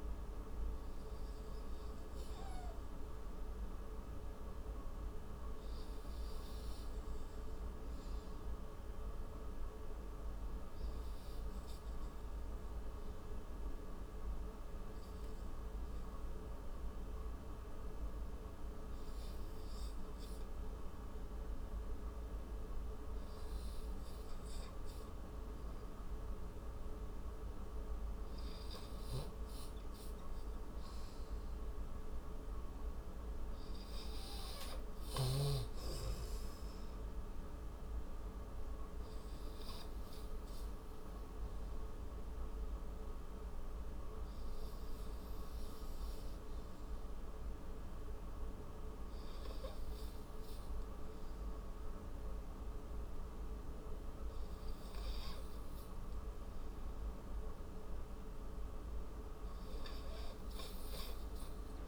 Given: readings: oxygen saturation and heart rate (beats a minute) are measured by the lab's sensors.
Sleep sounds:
breathing in sleep, hard to hear, by a room microphone; 1
7.00-30.00 s: oxygen desaturation (device-marked, oxygen 91% before, 84% lowest, heart rate 77 before, 36 extreme)
13.50-30.00 s: hypopnea (oxygen 91% before, 78% lowest, heart rate 69 before, 43 extreme, up 39 after)
26.00-61.88 s: new sleep stage, N2 (light sleep)
33.00-36.00 s: arousal
39.00-57.00 s: oxygen desaturation (device-marked, oxygen 85% before, 78% lowest, heart rate 67 before, 52 extreme)
From the record:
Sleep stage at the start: REM sleep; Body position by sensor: on the right side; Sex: male

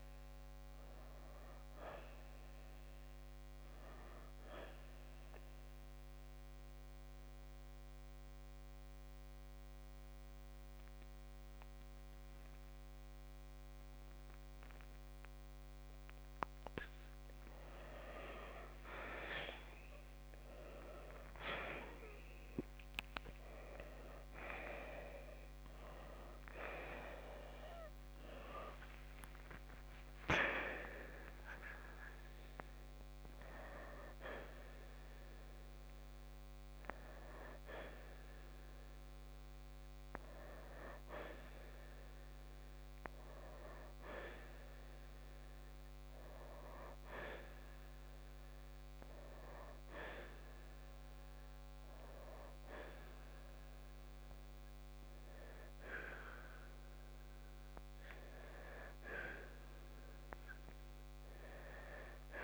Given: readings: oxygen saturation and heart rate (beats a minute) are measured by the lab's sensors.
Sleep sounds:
breathing in sleep by a microphone on the trachea; 1
0.00-2.00 s: arousal
6.00-17.00 s: mixed apnea (oxygen 94% before, 84% lowest, heart rate 66 before, 57 extreme, up 9 after)
18.50-23.00 s: arousal
29.00-54.00 s: oxygen desaturation (device-marked, oxygen 93% before, 84% lowest, heart rate 62 before, 58 extreme)
From the record:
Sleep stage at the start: N2 (light sleep); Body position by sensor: on the right side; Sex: male

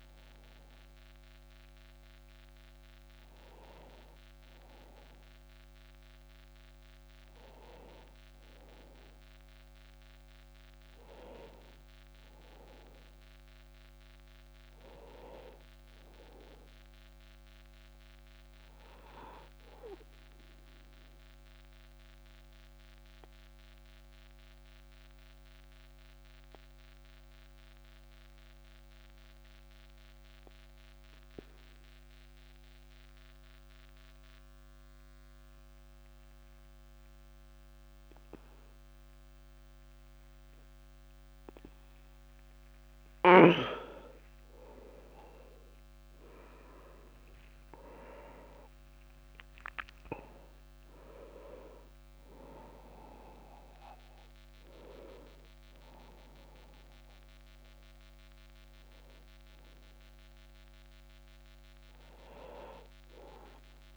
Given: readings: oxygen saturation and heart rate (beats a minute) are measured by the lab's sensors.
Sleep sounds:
breathing in sleep by a microphone on the trachea; 1
0.00-13.50 s: oxygen desaturation (device-marked, oxygen 89% lowest)
13.50-17.00 s: arousal
19.00-42.50 s: obstructive apnea (oxygen 99% before, 91% lowest, heart rate 46 before, 36 extreme, up 0 after)
43.50-63.97 s: oxygen desaturation (device-marked, oxygen 98% before, 91% lowest)
45.00-49.00 s: arousal
From the record:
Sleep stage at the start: N2 (light sleep); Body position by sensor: on the back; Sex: male

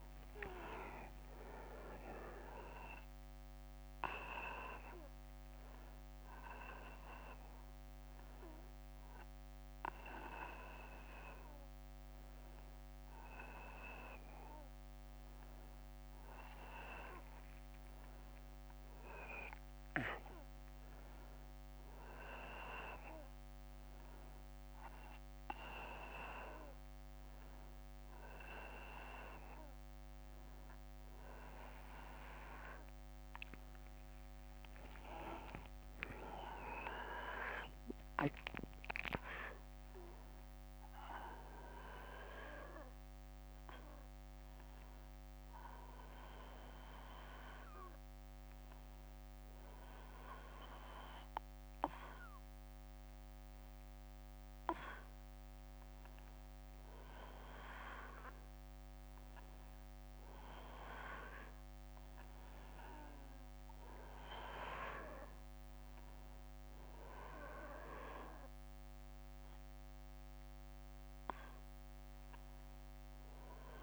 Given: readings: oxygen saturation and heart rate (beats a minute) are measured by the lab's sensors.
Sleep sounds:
a person awake in a sleep study, by a microphone on the trachea; none
none scored
From the record:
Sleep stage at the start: awake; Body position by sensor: on the back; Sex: male

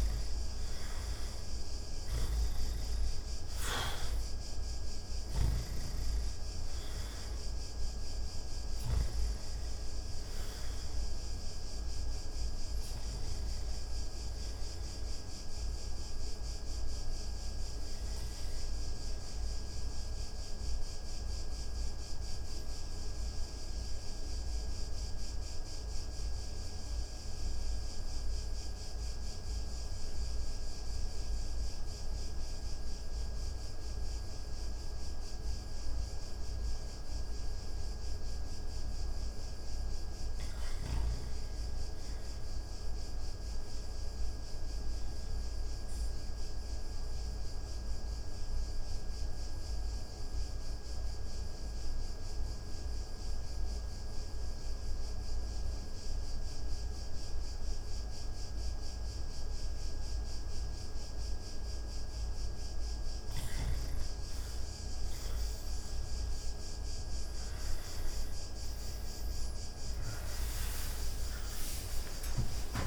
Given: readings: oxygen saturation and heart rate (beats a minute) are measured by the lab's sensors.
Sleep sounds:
breathing in sleep, hard to hear, by a room microphone; 1
0.00-1.00 s: arousal
5.00-30.00 s: oxygen desaturation (device-marked, oxygen 95% before, 86% lowest)
13.00-72.87 s: new sleep stage, REM sleep
16.50-61.50 s: obstructive apnea (oxygen 95% before, 81% lowest)
52.00-72.87 s: oxygen desaturation (device-marked, oxygen 96% before, 84% lowest)
70.50-72.87 s: arousal
From the record:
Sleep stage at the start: N2 (light sleep); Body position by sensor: on the back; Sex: male

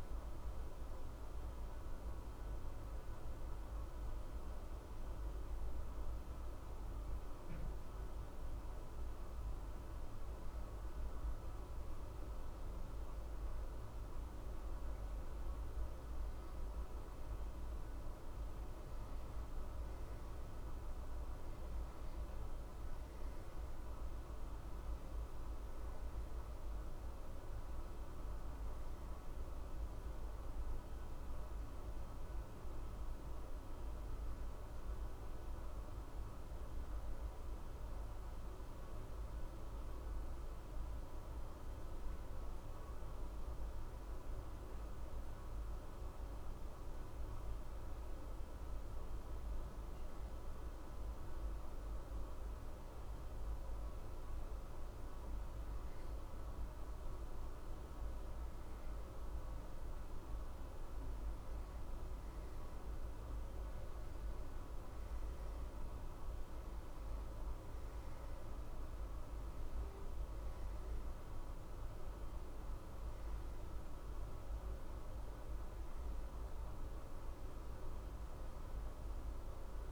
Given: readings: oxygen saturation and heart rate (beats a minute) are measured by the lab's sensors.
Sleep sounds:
breathing in sleep, hard to hear, by a room microphone; 2
1.00-11.50 s: obstructive apnea (oxygen 92% before, 88% lowest, heart rate 64 before, 60 extreme, up 3 after)
14.00-19.00 s: arousal
24.00-42.00 s: oxygen desaturation (device-marked, oxygen 92% before, 88% lowest, heart rate 63 before, 62 extreme)
43.00-56.50 s: obstructive apnea (oxygen 92% before, 89% lowest, heart rate 62 before, 62 extreme, up 1 after)
58.50-62.50 s: arousal
68.00-79.92 s: oxygen desaturation (device-marked, oxygen 93% before, 89% lowest, heart rate 62 before, 62 extreme)
From the record:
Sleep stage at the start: N1 (lightest sleep); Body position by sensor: on the back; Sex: male

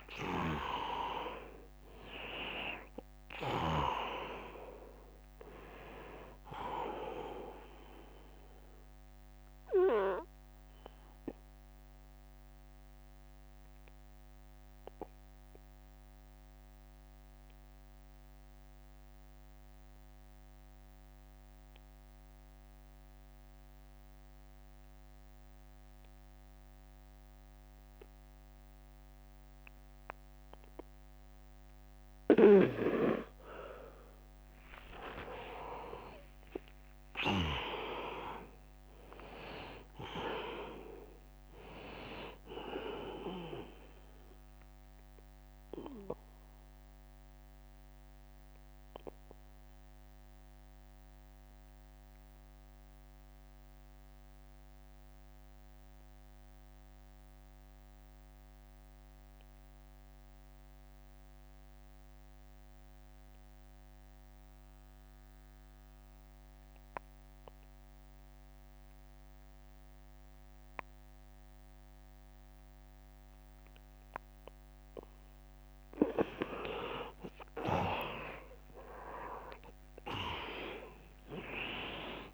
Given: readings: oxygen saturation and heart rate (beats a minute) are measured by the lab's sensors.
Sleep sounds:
breathing in sleep by a microphone on the trachea; 2
0.00-11.00 s: drop in pulse transit time (device-marked, heart rate 74 extreme)
0.00-21.00 s: oxygen desaturation (device-marked, oxygen 100% before, 85% lowest, heart rate 75 before, 65 extreme)
8.00-30.00 s: obstructive apnea (oxygen 100% before, 82% lowest, heart rate 77 before, 65 extreme, up 5 after)
33.00-37.50 s: arousal
36.00-47.00 s: drop in pulse transit time (device-marked, heart rate 75 before, 73 extreme)
42.00-60.00 s: oxygen desaturation (device-marked, oxygen 99% before, 88% lowest, heart rate 77 before, 76 extreme)
45.50-74.50 s: obstructive apnea (oxygen 100% before, 77% lowest, heart rate 78 before, 77 extreme, up 16 after)
70.00-82.33 s: oxygen desaturation (device-marked, oxygen 100% before, 77% lowest, heart rate 83 before, 74 extreme)
78.50-80.50 s: long interval between heartbeats (device-marked, heart rate 81 before, 92 extreme)
79.00-82.33 s: arousal
80.00-82.33 s: drop in pulse transit time (device-marked, heart rate 82 before, 84 extreme)
From the record:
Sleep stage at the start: N2 (light sleep); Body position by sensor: on the back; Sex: male

